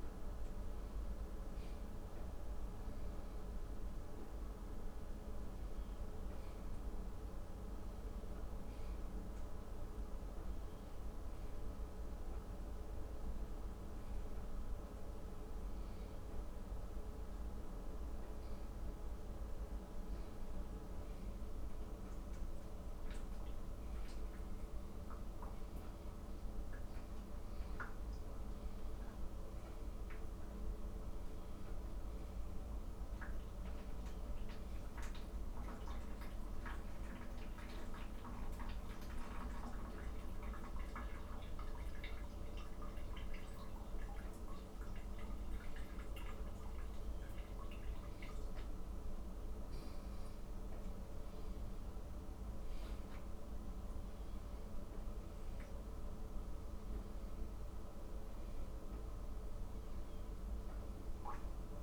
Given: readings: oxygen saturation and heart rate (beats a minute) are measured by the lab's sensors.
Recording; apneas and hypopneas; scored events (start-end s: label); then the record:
a person awake in a sleep study, hard to hear, by a room microphone; none
none scored
From the record:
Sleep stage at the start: awake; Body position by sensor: upright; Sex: male